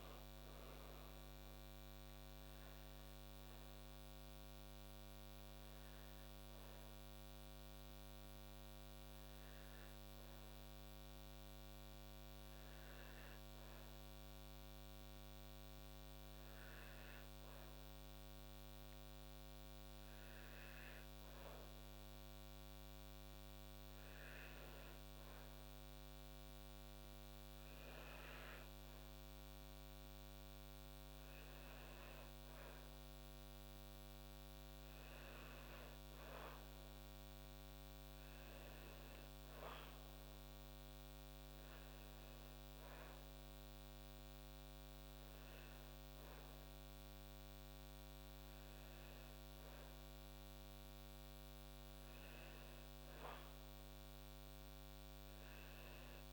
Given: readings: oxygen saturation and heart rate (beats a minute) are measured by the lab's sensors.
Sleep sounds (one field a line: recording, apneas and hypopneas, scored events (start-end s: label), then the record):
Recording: breathing in sleep, hard to hear, by a microphone on the trachea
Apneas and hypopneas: 1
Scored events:
5.50-32.50 s: obstructive apnea (oxygen 96% before, 95% lowest)
36.50-41.50 s: arousal
From the record:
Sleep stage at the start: N1 (lightest sleep)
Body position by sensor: on the back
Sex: female